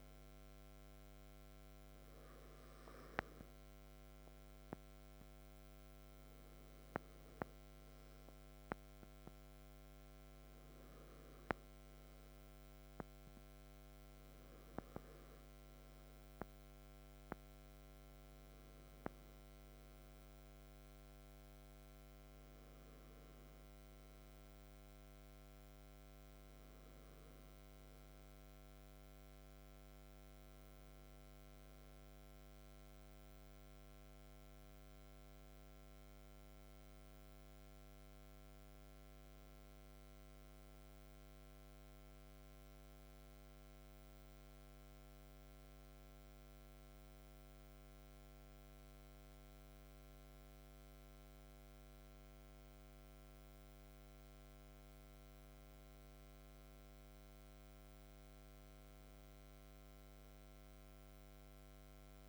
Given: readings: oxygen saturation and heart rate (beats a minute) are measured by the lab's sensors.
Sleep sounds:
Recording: breathing in sleep, hard to hear, by a microphone on the trachea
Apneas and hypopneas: 1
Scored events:
35.00-53.50 s: hypopnea (oxygen 97% before, 96% lowest, heart rate 58 before, 52 extreme, up 1 after)
56.00-59.50 s: arousal
From the record:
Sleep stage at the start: REM sleep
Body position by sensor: on the back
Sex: male

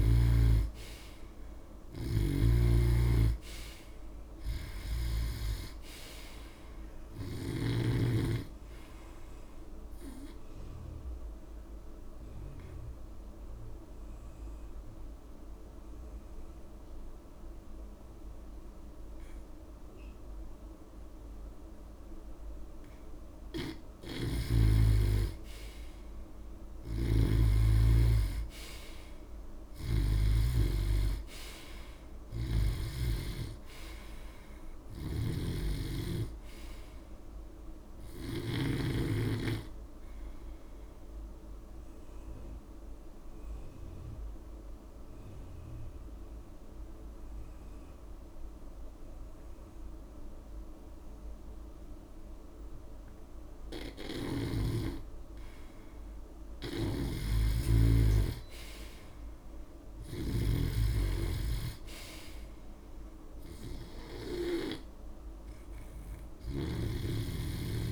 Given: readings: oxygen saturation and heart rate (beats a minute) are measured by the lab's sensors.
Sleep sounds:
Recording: breathing in sleep by a room microphone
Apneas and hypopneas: 2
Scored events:
0.00-1.50 s: arousal
0.00-8.00 s: snoring (device-marked)
6.00-24.00 s: oxygen desaturation (device-marked, oxygen 98% before, 90% lowest)
11.00-22.50 s: obstructive apnea (oxygen 99% before, 90% lowest)
24.00-30.50 s: snoring (device-marked)
26.00-29.00 s: arousal
30.00-51.00 s: oxygen desaturation (device-marked, oxygen 97% before, 90% lowest)
35.00-39.00 s: snoring (device-marked)
40.50-54.50 s: obstructive apnea (oxygen 97% before, 90% lowest)
53.50-67.00 s: snoring (device-marked)
55.00-57.00 s: long interval between heartbeats (device-marked)
56.00-67.92 s: oxygen desaturation (device-marked, oxygen 97% before, 90% lowest)
57.50-61.00 s: arousal
58.00-60.00 s: long interval between heartbeats (device-marked)
From the record:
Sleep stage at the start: N2 (light sleep)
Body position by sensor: on the back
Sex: male

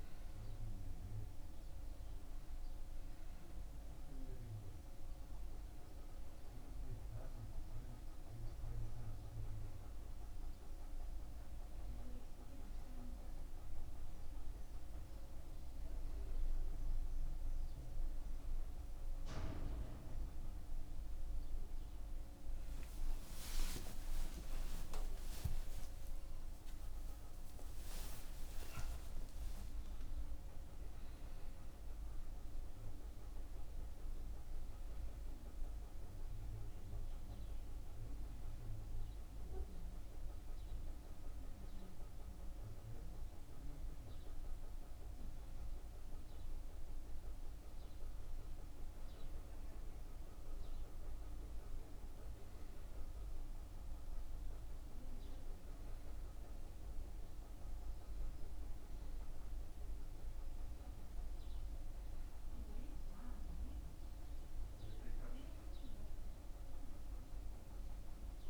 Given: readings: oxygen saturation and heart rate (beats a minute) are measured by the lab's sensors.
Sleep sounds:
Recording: a person awake in a sleep study, hard to hear, by a room microphone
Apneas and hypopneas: none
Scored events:
37.50-68.50 s: new sleep stage, N1 (lightest sleep)
From the record:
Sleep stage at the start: awake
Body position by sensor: on the back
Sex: male

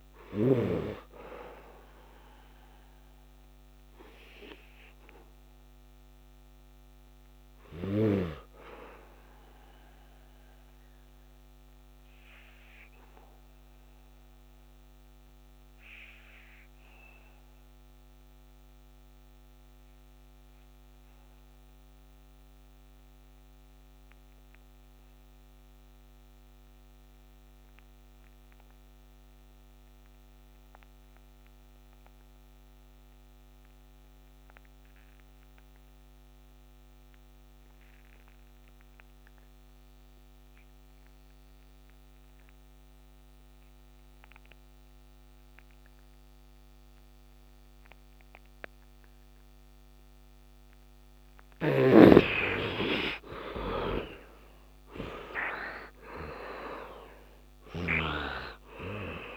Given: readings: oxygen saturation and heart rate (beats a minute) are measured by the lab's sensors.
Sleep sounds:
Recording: breathing in sleep by a microphone on the trachea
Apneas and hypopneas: 1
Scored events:
0.00-16.00 s: oxygen desaturation (device-marked, oxygen 66% lowest, heart rate 67 extreme)
6.00-51.00 s: obstructive apnea (oxygen 98% before, 61% lowest, heart rate 78 before, 57 extreme, up 17 after)
34.00-59.37 s: oxygen desaturation (device-marked, oxygen 99% before, 61% lowest, heart rate 72 before, 57 extreme)
51.00-57.50 s: snoring (device-marked)
52.50-57.50 s: arousal
From the record:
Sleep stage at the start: N2 (light sleep)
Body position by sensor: on the back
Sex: male

